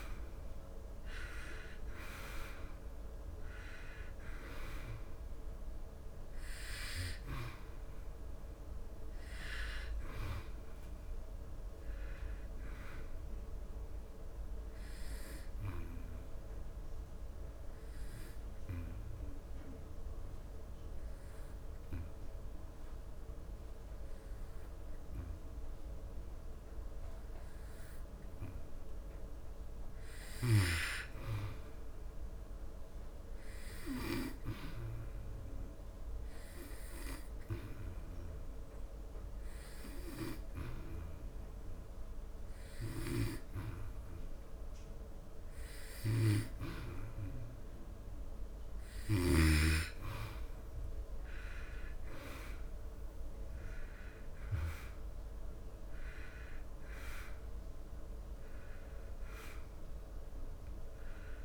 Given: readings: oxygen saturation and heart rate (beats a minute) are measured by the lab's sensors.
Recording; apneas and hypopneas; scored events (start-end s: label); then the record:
breathing in sleep by a room microphone; 2
0.00-19.00 s: oxygen desaturation (device-marked, oxygen 88% lowest, heart rate 68 extreme)
15.50-30.00 s: obstructive apnea (oxygen 97% before, 88% lowest, heart rate 78 before, 68 extreme, up 7 after)
31.50-34.50 s: arousal
36.00-50.00 s: oxygen desaturation (device-marked, oxygen 98% before, 92% lowest, heart rate 75 before, 70 extreme)
37.00-48.00 s: hypopnea (oxygen 98% before, 89% lowest, heart rate 75 before, 70 extreme, up 14 after)
50.50-55.00 s: arousal
52.00-61.45 s: oxygen desaturation (device-marked, oxygen 95% before, 92% lowest, heart rate 73 before, 71 extreme)
From the record:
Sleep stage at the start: N2 (light sleep); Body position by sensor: on the back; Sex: male